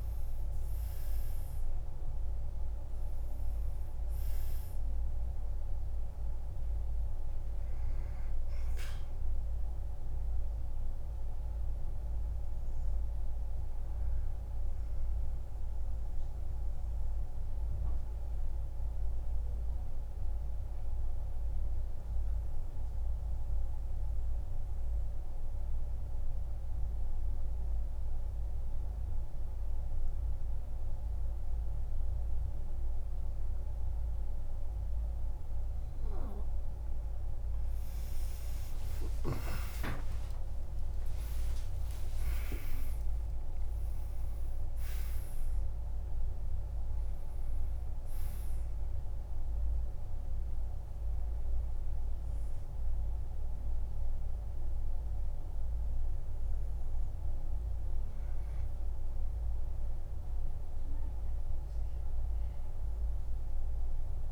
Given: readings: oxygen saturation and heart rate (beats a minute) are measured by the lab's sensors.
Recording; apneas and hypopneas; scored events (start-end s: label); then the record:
breathing in sleep, hard to hear, by a room microphone; 1
0.00-1.50 s: arousal
0.00-27.50 s: oxygen desaturation (device-marked, oxygen 90% lowest, heart rate 46 extreme)
10.50-36.50 s: obstructive apnea (oxygen 98% before, 90% lowest, heart rate 56 before, 46 extreme, up 30 after)
39.00-44.00 s: arousal
40.50-64.32 s: oxygen desaturation (device-marked, oxygen 98% before, 90% lowest, heart rate 50 before, 48 extreme)
41.50-43.50 s: long interval between heartbeats (device-marked, heart rate 51 before, 72 extreme)
From the record:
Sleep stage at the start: N2 (light sleep); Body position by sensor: on the back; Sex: male